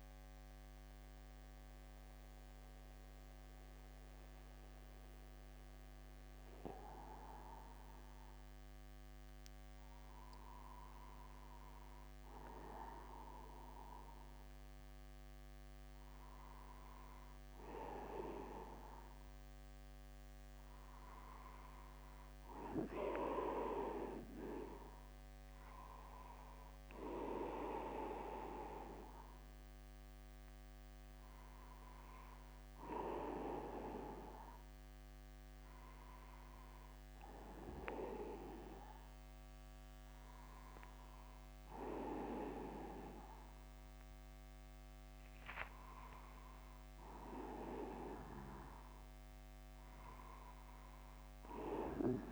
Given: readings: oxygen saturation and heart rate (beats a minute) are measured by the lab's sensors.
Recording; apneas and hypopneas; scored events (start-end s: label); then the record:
a person awake in a sleep study, by a microphone on the trachea; none
none scored
From the record:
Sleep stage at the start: awake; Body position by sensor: upright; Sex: male